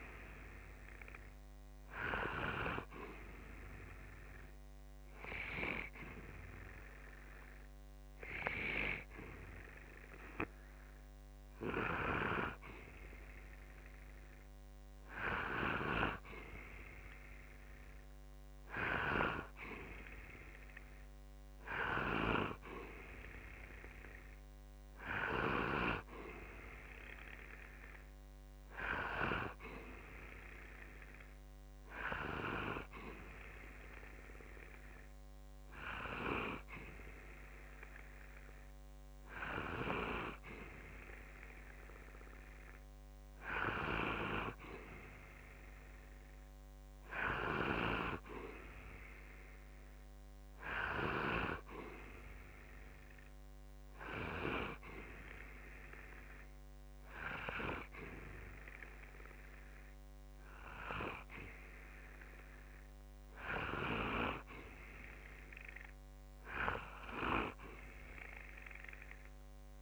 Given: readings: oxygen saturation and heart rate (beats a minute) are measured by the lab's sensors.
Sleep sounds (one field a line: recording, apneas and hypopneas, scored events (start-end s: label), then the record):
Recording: breathing in sleep by a microphone on the trachea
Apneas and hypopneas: 2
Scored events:
4.00-14.00 s: hypopnea (oxygen 92% before, 89% lowest, heart rate 65 before, 60 extreme, up 4 after)
17.50-21.00 s: arousal
22.50-34.50 s: oxygen desaturation (device-marked, oxygen 93% before, 89% lowest, heart rate 62 before, 60 extreme)
43.50-47.00 s: arousal
53.00-64.00 s: hypopnea (oxygen 93% before, 89% lowest, heart rate 62 before, 60 extreme, up 4 after)
From the record:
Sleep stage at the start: N2 (light sleep)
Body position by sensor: on the back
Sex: male